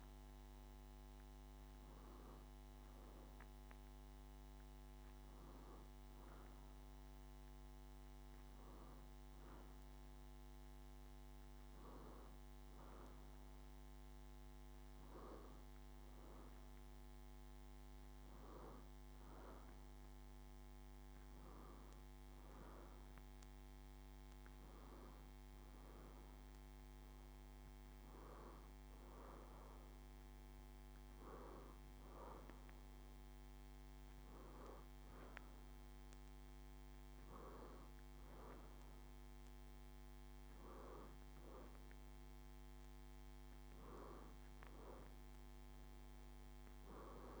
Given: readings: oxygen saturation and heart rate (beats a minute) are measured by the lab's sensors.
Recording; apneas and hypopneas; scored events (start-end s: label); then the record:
breathing in sleep by a microphone on the trachea; none
none scored
From the record:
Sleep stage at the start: N2 (light sleep); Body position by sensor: on the back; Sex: female